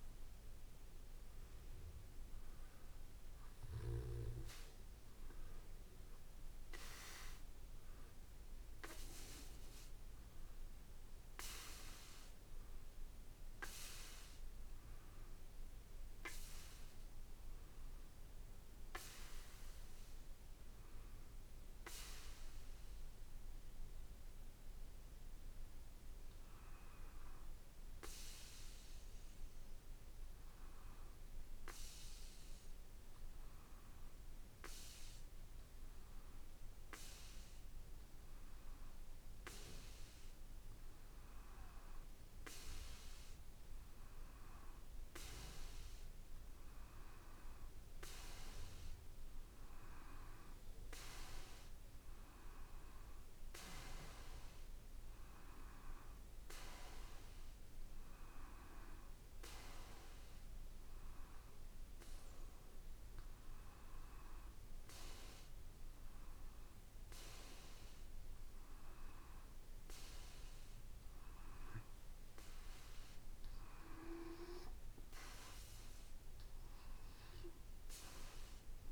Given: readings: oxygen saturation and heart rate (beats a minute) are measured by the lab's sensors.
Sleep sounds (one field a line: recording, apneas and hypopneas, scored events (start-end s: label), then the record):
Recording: breathing in sleep by a room microphone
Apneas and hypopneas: 1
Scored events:
0.00-12.50 s: oxygen desaturation (device-marked, oxygen 84% lowest, heart rate 55 extreme)
18.00-21.50 s: arousal
23.50-39.50 s: hypopnea (oxygen 96% before, 92% lowest, heart rate 56 before, 56 extreme, up 1 after)
41.50-59.50 s: oxygen desaturation (device-marked, oxygen 95% before, 92% lowest, heart rate 56 before, 57 extreme)
42.00-46.50 s: arousal
From the record:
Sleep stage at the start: N2 (light sleep)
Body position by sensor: on the back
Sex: male